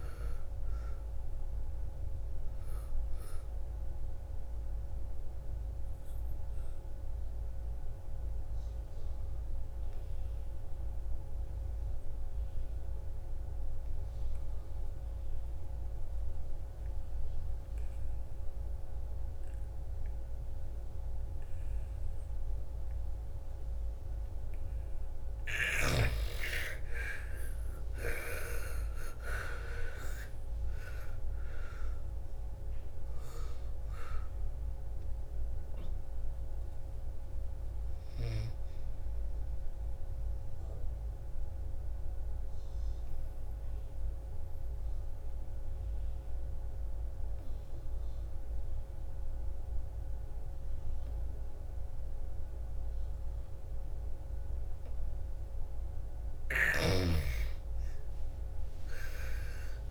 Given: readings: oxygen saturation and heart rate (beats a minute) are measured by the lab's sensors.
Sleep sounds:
breathing in sleep by a room microphone; 2
0.00-10.00 s: oxygen desaturation (device-marked, oxygen 90% lowest, heart rate 55 extreme)
4.00-24.50 s: obstructive apnea (oxygen 99% before, 80% lowest, heart rate 63 before, 55 extreme, up 17 after)
24.00-48.00 s: oxygen desaturation (device-marked, oxygen 98% before, 80% lowest, heart rate 57 before, 56 extreme)
26.50-29.50 s: arousal
40.00-55.00 s: obstructive apnea (oxygen 98% before, 80% lowest, heart rate 66 before, 54 extreme, up 13 after)
58.00-59.91 s: arousal
From the record:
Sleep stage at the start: N2 (light sleep); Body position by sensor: on the back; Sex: female

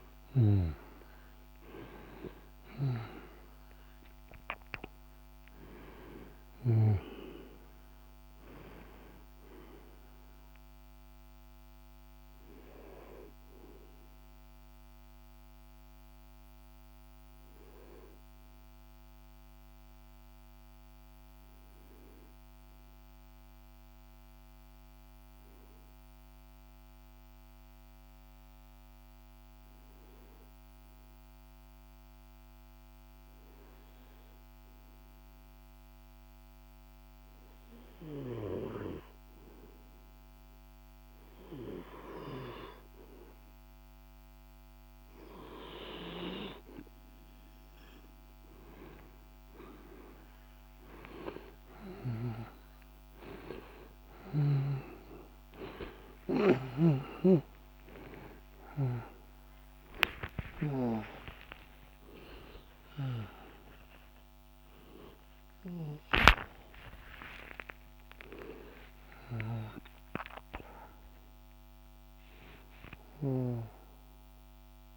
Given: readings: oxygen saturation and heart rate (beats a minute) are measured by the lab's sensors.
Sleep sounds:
a person partly awake in a sleep study, by a microphone on the trachea; 1
0.00-1.50 s: arousal
0.00-23.00 s: oxygen desaturation (device-marked, oxygen 91% lowest, heart rate 47 extreme)
13.50-40.50 s: obstructive apnea (oxygen 99% before, 91% lowest, heart rate 55 before, 47 extreme, up 3 after)
38.00-74.97 s: oxygen desaturation (device-marked, oxygen 99% before, 91% lowest, heart rate 48 before, 48 extreme)
43.00-73.00 s: new sleep stage, awake
73.00-74.97 s: new sleep stage, N1 (lightest sleep)
From the record:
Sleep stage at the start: N2 (light sleep); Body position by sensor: on the back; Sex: male

